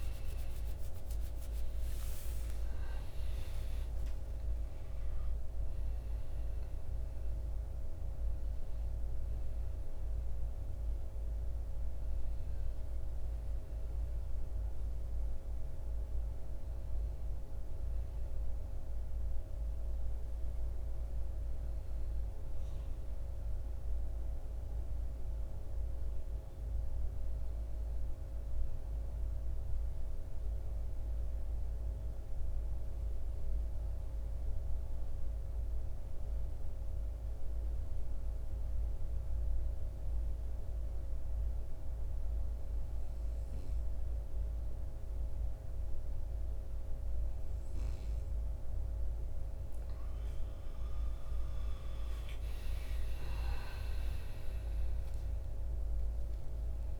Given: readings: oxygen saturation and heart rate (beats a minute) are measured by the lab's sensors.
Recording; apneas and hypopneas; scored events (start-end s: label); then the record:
breathing in sleep, hard to hear, by a room microphone; 1
0.00-3.00 s: arousal
1.50-24.50 s: oxygen desaturation (device-marked, oxygen 97% before, 85% lowest, heart rate 54 before, 52 extreme)
30.00-48.00 s: mixed apnea (oxygen 98% before, 88% lowest, heart rate 59 before, 51 extreme, up 13 after)
48.50-53.00 s: arousal
49.50-57.00 s: oxygen desaturation (device-marked, oxygen 97% before, 88% lowest, heart rate 54 before, 50 extreme)
From the record:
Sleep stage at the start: N2 (light sleep); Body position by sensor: on the back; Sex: male